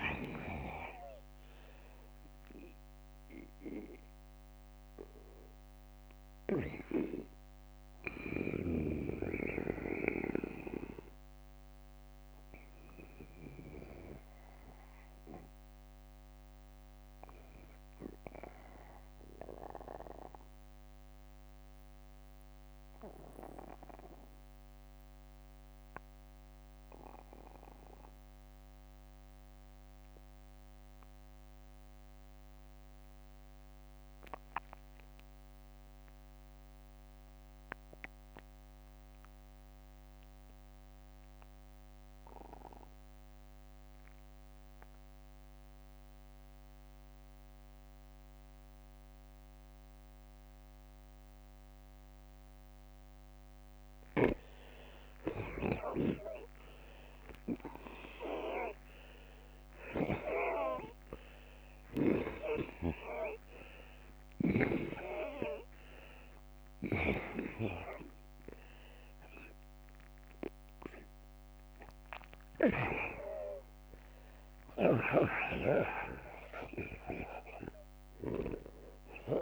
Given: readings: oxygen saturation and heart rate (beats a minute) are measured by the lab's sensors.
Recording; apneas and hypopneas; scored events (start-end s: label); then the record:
breathing in sleep by a microphone on the trachea; 1
0.00-1.50 s: long interval between heartbeats (device-marked, heart rate 58 extreme)
0.00-3.00 s: oxygen desaturation (device-marked, oxygen 83% lowest, heart rate 50 extreme)
3.00-53.00 s: obstructive apnea (oxygen 96% before, 79% lowest, heart rate 65 before, 43 extreme, up 52 after)
13.00-30.00 s: oxygen desaturation (device-marked, oxygen 90% before, 79% lowest, heart rate 64 before, 43 extreme)
21.50-23.50 s: long interval between heartbeats (device-marked, heart rate 63 before, 62 extreme)
26.50-28.50 s: long interval between heartbeats (device-marked, heart rate 63 before, 54 extreme)
55.00-57.00 s: long interval between heartbeats (device-marked, heart rate 53 before, 67 extreme)
55.00-59.00 s: arousal
56.00-58.00 s: tachycardia (device-marked, heart rate 57 before, 84 extreme)
57.00-59.00 s: long interval between heartbeats (device-marked, heart rate 55 before, 84 extreme)
59.50-61.50 s: long interval between heartbeats (device-marked, heart rate 59 before, 101 extreme)
77.00-79.42 s: oxygen desaturation (device-marked, oxygen 97% before, 80% lowest, heart rate 79 before, 38 extreme)
From the record:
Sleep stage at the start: N2 (light sleep); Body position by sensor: on the back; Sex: male